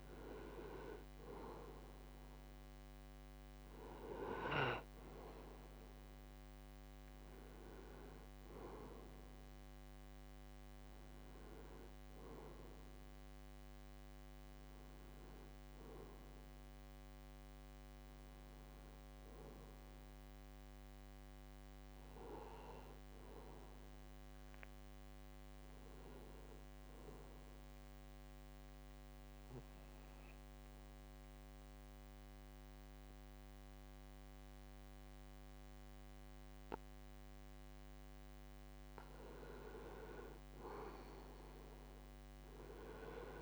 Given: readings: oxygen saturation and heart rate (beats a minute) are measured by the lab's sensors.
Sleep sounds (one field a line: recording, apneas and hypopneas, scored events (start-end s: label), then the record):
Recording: breathing in sleep by a microphone on the trachea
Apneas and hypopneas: 1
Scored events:
0.00-12.00 s: oxygen desaturation (device-marked, oxygen 90% lowest, heart rate 58 extreme)
13.50-17.50 s: arousal
28.00-39.00 s: obstructive apnea (oxygen 96% before, 87% lowest, heart rate 67 before, 57 extreme, up 2 after)
36.00-43.42 s: oxygen desaturation (device-marked, oxygen 95% before, 89% lowest, heart rate 70 before, 55 extreme)
41.00-43.42 s: arousal
From the record:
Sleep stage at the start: N2 (light sleep)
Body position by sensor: on the back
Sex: male